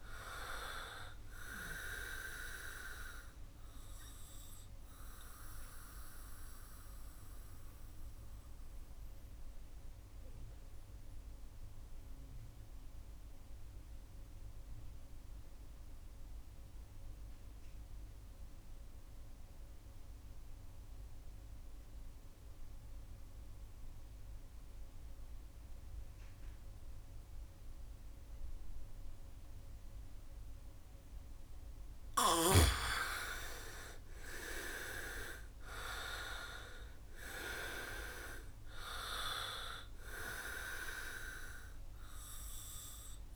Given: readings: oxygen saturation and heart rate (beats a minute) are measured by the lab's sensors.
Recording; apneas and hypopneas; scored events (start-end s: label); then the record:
breathing in sleep by a room microphone; 1
0.00-20.50 s: oxygen desaturation (device-marked, oxygen 79% lowest, heart rate 59 extreme)
4.00-32.00 s: mixed apnea (oxygen 99% before, 76% lowest, heart rate 69 before, 59 extreme, up 2 after)
6.50-8.50 s: bradycardia (device-marked, heart rate 69 before, 62 extreme)
28.50-43.36 s: oxygen desaturation (device-marked, oxygen 99% before, 76% lowest, heart rate 65 before, 60 extreme)
33.50-38.50 s: arousal
From the record:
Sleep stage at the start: N2 (light sleep); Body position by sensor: on the back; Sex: male